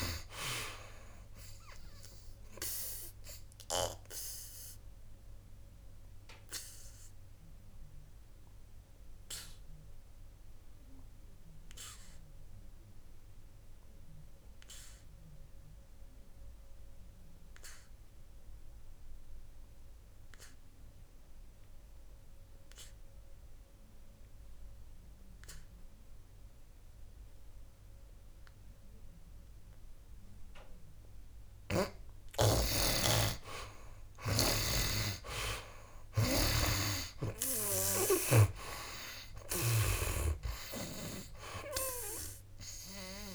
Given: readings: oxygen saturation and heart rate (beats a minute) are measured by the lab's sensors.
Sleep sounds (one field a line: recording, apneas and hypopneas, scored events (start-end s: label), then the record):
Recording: breathing in sleep by a room microphone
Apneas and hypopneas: 1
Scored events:
0.00-27.50 s: oxygen desaturation (device-marked, oxygen 72% lowest, heart rate 61 extreme)
4.00-31.50 s: obstructive apnea (oxygen 98% before, 71% lowest, heart rate 62 before, 61 extreme, up 12 after)
32.50-40.00 s: snoring (device-marked)
35.00-38.00 s: arousal
38.50-43.35 s: oxygen desaturation (device-marked, oxygen 94% before, 71% lowest, heart rate 63 before, 59 extreme)
From the record:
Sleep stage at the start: N2 (light sleep)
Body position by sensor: on the back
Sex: male